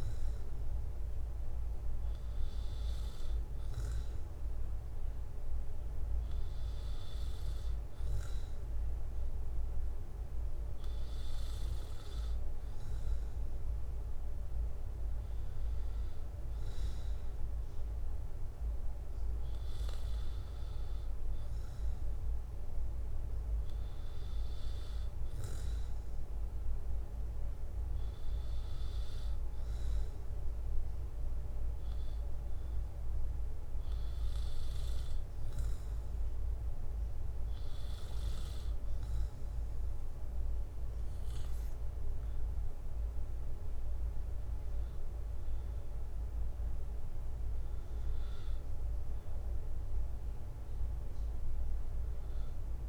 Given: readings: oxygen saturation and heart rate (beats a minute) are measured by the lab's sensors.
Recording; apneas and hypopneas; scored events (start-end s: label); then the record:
breathing in sleep, hard to hear, by a room microphone; 1
21.50-25.00 s: arousal
28.00-40.50 s: hypopnea (oxygen 94% before, 92% lowest, heart rate 67 before, 63 extreme, up 7 after)
44.50-48.50 s: arousal
From the record:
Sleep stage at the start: N2 (light sleep); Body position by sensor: on the back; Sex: male